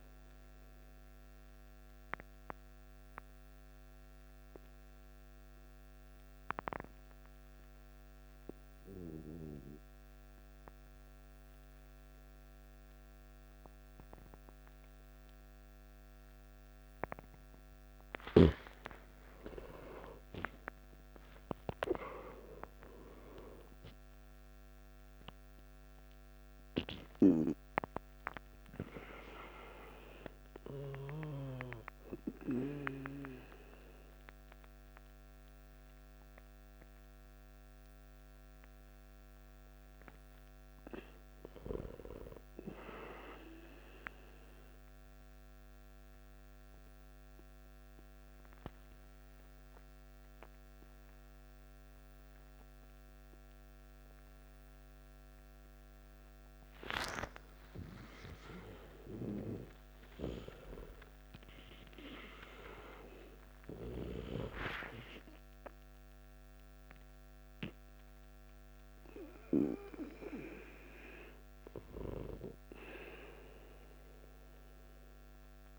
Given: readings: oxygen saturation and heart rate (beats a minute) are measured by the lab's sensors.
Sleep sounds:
breathing in sleep by a microphone on the trachea; 2
0.00-7.50 s: oxygen desaturation (device-marked, oxygen 89% lowest, heart rate 51 extreme)
2.50-17.50 s: hypopnea (oxygen 95% before, 93% lowest, heart rate 69 before, 51 extreme, up 13 after)
19.00-23.00 s: arousal
24.50-46.50 s: oxygen desaturation (device-marked, oxygen 98% before, 93% lowest, heart rate 54 before, 51 extreme)
44.50-56.50 s: obstructive apnea (oxygen 98% before, 92% lowest, heart rate 57 before, 52 extreme, up 8 after)
57.00-60.50 s: arousal
From the record:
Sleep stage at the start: N2 (light sleep); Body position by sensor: on the back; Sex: male

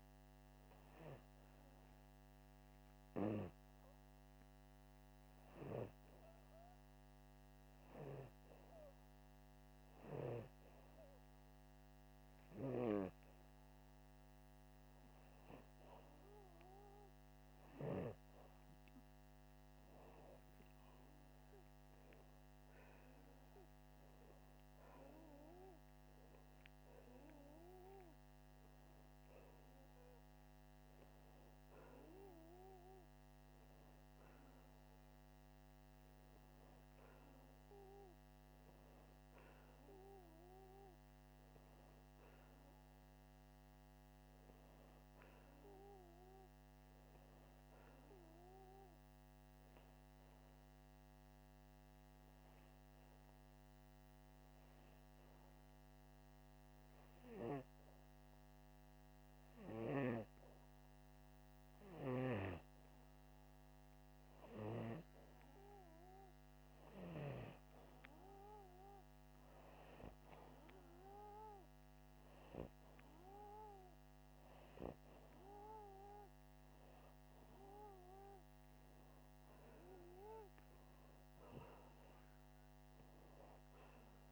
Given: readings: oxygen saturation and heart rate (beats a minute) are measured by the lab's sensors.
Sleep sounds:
breathing in sleep by a microphone on the trachea; 1
52.50-63.00 s: hypopnea (oxygen 96% before, 93% lowest, heart rate 83 before, 83 extreme, up 3 after)
64.00-67.00 s: arousal
69.50-84.32 s: oxygen desaturation (device-marked, oxygen 96% before, 93% lowest, heart rate 85 before, 83 extreme)
From the record:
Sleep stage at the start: N2 (light sleep); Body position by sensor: upright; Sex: male

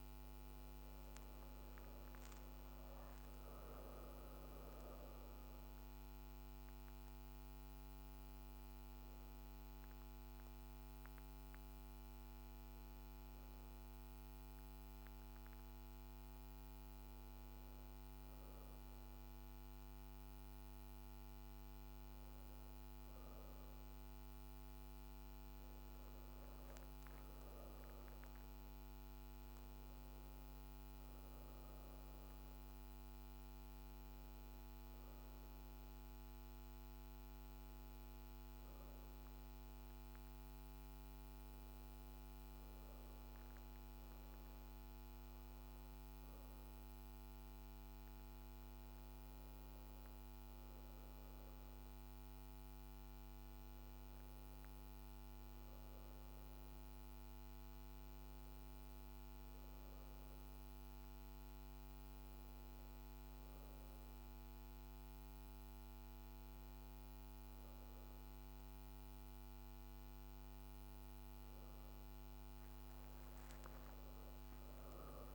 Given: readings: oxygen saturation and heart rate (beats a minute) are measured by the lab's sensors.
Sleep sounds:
breathing in sleep, hard to hear, by a microphone on the trachea; none
27.00-41.00 s: oxygen desaturation (device-marked, oxygen 98% before, 94% lowest, heart rate 53 before, 54 extreme)
52.00-65.00 s: oxygen desaturation (device-marked, oxygen 95% before, 91% lowest, heart rate 55 before, 54 extreme)
From the record:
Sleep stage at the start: N1 (lightest sleep); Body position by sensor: on the back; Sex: female

